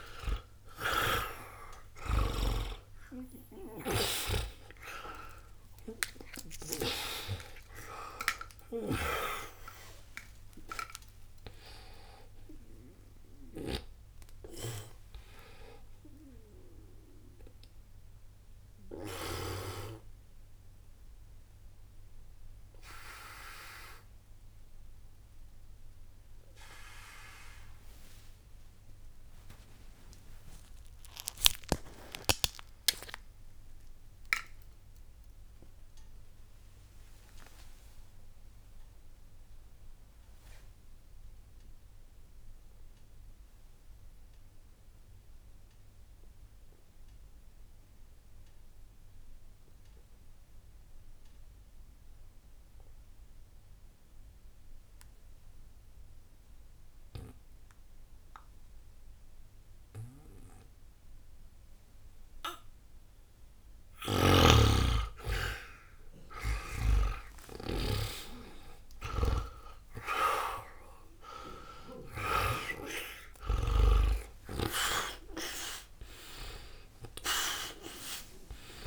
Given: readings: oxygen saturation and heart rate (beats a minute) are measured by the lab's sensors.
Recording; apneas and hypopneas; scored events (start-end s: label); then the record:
breathing in sleep by a room microphone; 1
0.00-45.50 s: oxygen desaturation (device-marked, oxygen 79% lowest, heart rate 60 extreme)
8.50-13.50 s: snoring (device-marked)
18.00-64.00 s: obstructive apnea (oxygen 96% before, 78% lowest, heart rate 174 before, 60 extreme, up 10 after)
62.50-78.87 s: oxygen desaturation (device-marked, oxygen 98% before, 78% lowest, heart rate 61 before, 60 extreme)
64.00-68.00 s: snoring (device-marked)
67.50-73.50 s: arousal
From the record:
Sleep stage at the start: N2 (light sleep); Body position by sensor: on the back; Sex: male